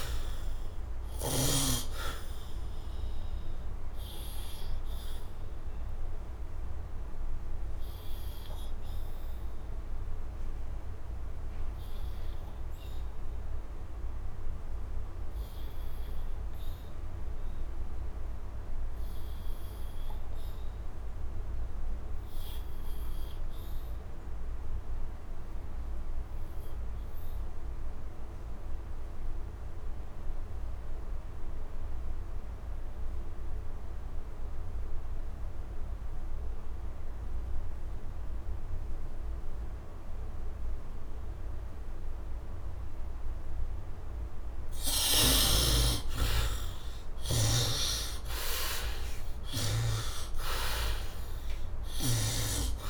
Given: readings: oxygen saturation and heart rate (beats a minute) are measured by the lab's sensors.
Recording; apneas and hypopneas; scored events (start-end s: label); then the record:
breathing in sleep by a room microphone; 1
0.00-22.50 s: oxygen desaturation (device-marked, oxygen 48% lowest, heart rate 69 extreme)
3.50-44.00 s: obstructive apnea (oxygen 98% before, 46% lowest, heart rate 77 before, 67 extreme, up 17 after)
24.50-52.90 s: oxygen desaturation (device-marked, oxygen 99% before, 46% lowest, heart rate 73 before, 61 extreme)
45.00-50.00 s: arousal
From the record:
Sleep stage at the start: N2 (light sleep); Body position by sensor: on the right side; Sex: male